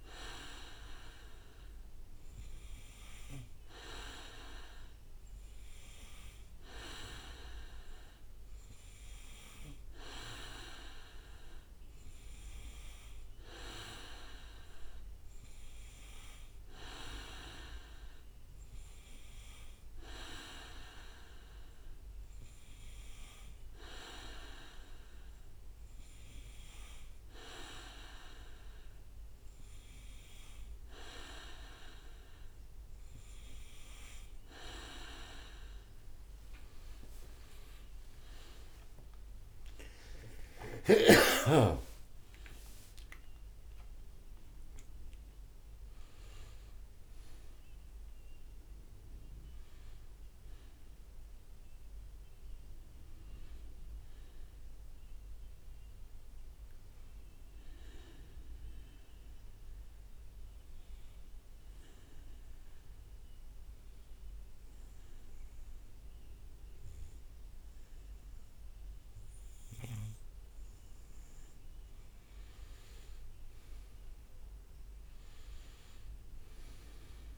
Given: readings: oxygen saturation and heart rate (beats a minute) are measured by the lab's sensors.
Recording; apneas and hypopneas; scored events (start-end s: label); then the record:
breathing in sleep by a room microphone; 1
4.00-7.00 s: leg movement (device-marked)
7.50-9.00 s: leg movement (device-marked)
15.00-16.50 s: leg movement (device-marked)
22.00-22.50 s: leg movement (device-marked)
25.50-26.50 s: leg movement (device-marked)
35.50-43.50 s: leg movement (device-marked)
38.00-42.50 s: arousal
59.00-71.00 s: obstructive apnea (oxygen 97% before, 94% lowest, heart rate 89 before, 63 extreme, up 10 after)
From the record:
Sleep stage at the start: N2 (light sleep); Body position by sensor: on the back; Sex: male